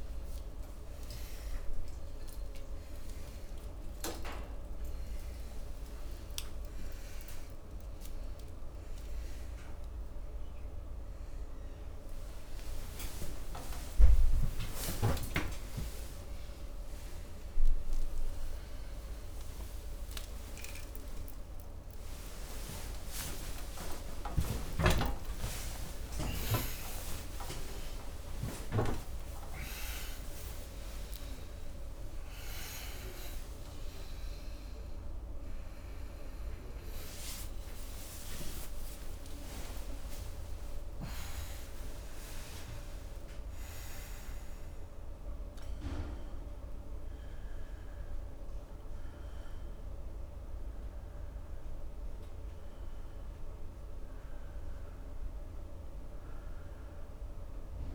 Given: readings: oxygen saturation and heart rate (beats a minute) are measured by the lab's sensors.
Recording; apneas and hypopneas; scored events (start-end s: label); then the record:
a person awake in a sleep study, by a room microphone; none
13.50-15.50 s: oxygen desaturation (device-marked, oxygen 95% before, 90% lowest, heart rate 126 before, 58 extreme)
44.50-57.95 s: new sleep stage, N1 (lightest sleep)
From the record:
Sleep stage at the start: awake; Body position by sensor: on the back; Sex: male